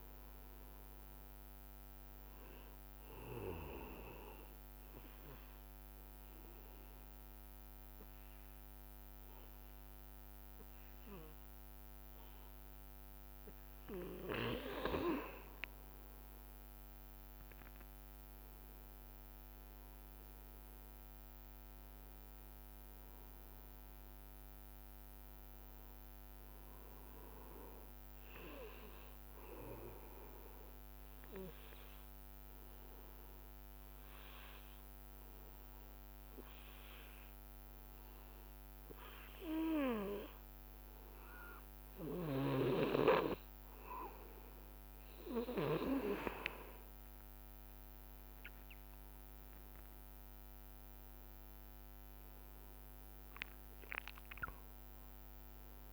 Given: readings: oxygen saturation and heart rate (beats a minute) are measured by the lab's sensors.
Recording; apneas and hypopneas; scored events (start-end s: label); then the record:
breathing in sleep by a microphone on the trachea; 2
0.00-14.50 s: oxygen desaturation (device-marked, oxygen 94% lowest, heart rate 62 extreme)
4.50-15.00 s: obstructive apnea (oxygen 99% before, 93% lowest, heart rate 65 before, 62 extreme, up 3 after)
17.50-23.00 s: arousal
22.50-37.50 s: oxygen desaturation (device-marked, oxygen 99% before, 94% lowest, heart rate 63 before, 60 extreme)
31.50-45.00 s: obstructive apnea (oxygen 99% before, 93% lowest, heart rate 64 before, 60 extreme, up 2 after)
48.50-54.00 s: arousal
49.50-55.93 s: oxygen desaturation (device-marked, oxygen 99% before, 93% lowest, heart rate 64 before, 58 extreme)
From the record:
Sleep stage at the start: N2 (light sleep); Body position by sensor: on the back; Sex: male